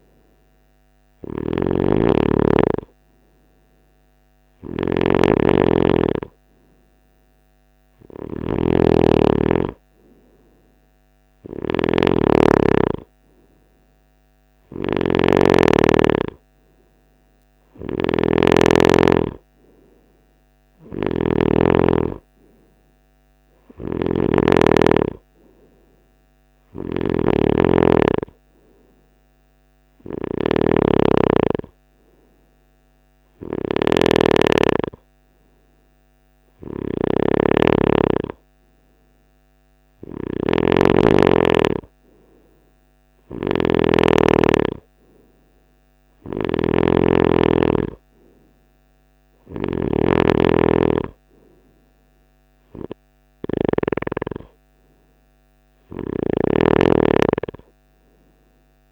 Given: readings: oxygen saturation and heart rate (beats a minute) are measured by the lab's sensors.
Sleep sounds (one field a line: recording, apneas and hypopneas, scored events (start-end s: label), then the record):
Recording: breathing in sleep by a microphone on the trachea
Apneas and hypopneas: none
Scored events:
0.00-53.00 s: snoring (device-marked)
55.00-58.92 s: snoring (device-marked)
From the record:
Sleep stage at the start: N3 (deep sleep)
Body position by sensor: on the right side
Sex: male